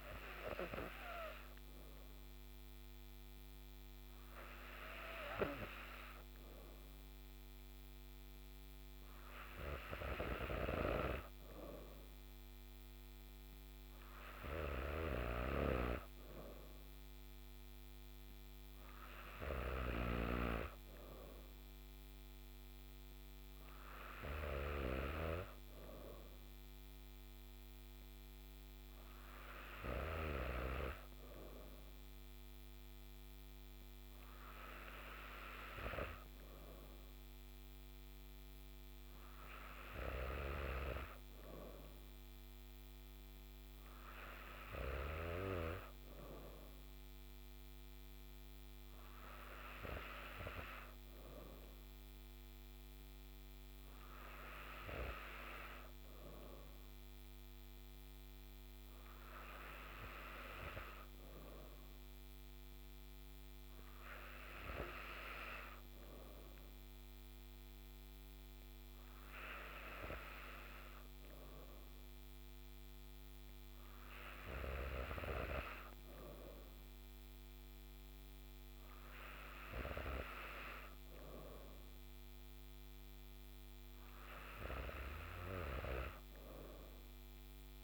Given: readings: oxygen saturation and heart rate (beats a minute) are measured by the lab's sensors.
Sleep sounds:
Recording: breathing in sleep by a microphone on the trachea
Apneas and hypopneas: none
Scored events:
none scored
From the record:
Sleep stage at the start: N3 (deep sleep)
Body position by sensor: on the back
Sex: female

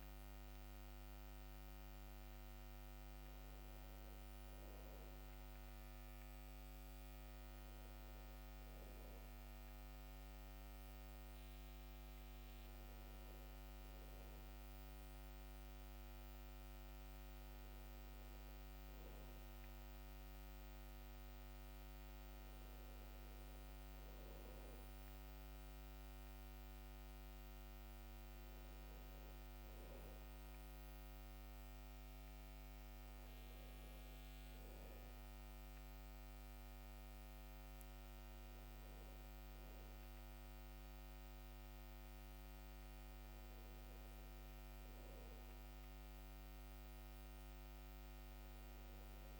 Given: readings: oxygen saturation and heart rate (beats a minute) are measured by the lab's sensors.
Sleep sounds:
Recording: breathing in sleep, hard to hear, by a microphone on the trachea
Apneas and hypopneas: none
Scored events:
none scored
From the record:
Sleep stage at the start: N2 (light sleep)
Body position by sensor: on the back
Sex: male

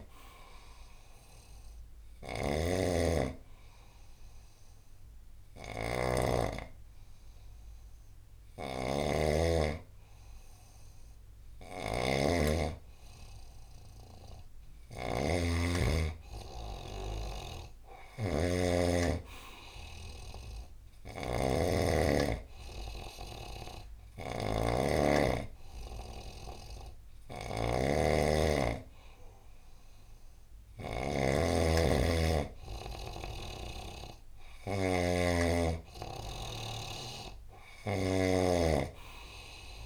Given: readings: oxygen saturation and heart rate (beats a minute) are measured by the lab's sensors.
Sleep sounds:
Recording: breathing in sleep by a room microphone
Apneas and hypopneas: 1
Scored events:
0.00-7.50 s: oxygen desaturation (device-marked, oxygen 89% lowest, heart rate 72 extreme)
0.00-39.86 s: snoring (device-marked)
2.50-13.00 s: hypopnea (oxygen 95% before, 89% lowest, heart rate 91 before, 72 extreme, up 9 after)
15.50-18.00 s: arousal
From the record:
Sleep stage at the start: N2 (light sleep)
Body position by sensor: on the right side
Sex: male

